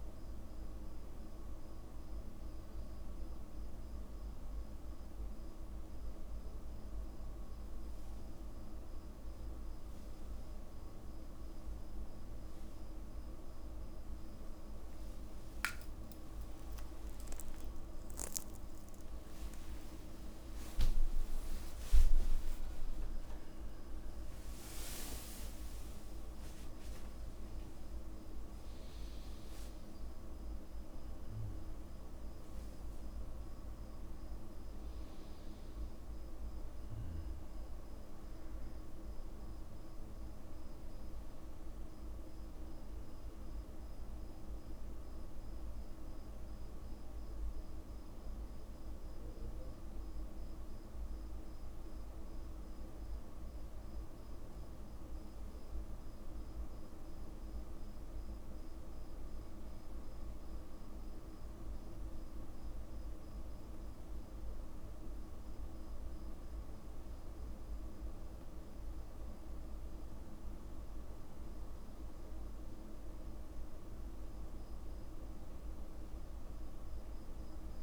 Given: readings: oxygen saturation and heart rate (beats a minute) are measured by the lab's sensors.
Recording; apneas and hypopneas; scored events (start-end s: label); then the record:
a person partly awake in a sleep study, hard to hear, by a room microphone; none
30.00-77.83 s: new sleep stage, N1 (lightest sleep)
40.00-42.00 s: long interval between heartbeats (device-marked, heart rate 73 before, 69 extreme)
From the record:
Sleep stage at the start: awake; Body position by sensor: on the back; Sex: male